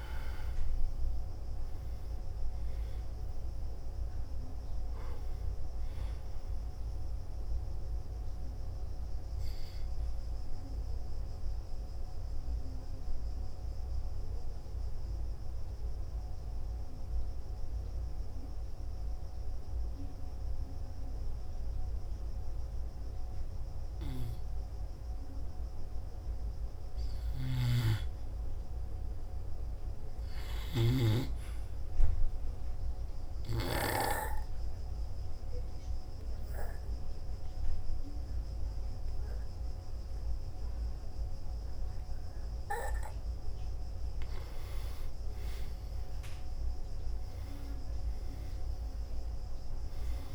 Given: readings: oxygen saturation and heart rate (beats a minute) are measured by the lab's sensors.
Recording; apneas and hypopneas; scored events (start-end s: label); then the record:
breathing in sleep by a room microphone; 2
0.00-27.50 s: oxygen desaturation (device-marked, oxygen 87% lowest, heart rate 56 extreme)
12.50-26.00 s: obstructive apnea (oxygen 98% before, 87% lowest, heart rate 59 before, 56 extreme, up 1 after)
26.50-29.50 s: arousal
33.50-44.00 s: hypopnea (oxygen 98% before, 88% lowest, heart rate 58 before, 58 extreme, up 3 after)
39.50-50.34 s: oxygen desaturation (device-marked, oxygen 98% before, 88% lowest, heart rate 58 before, 54 extreme)
46.50-50.00 s: arousal
From the record:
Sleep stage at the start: N2 (light sleep); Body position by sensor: on the back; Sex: male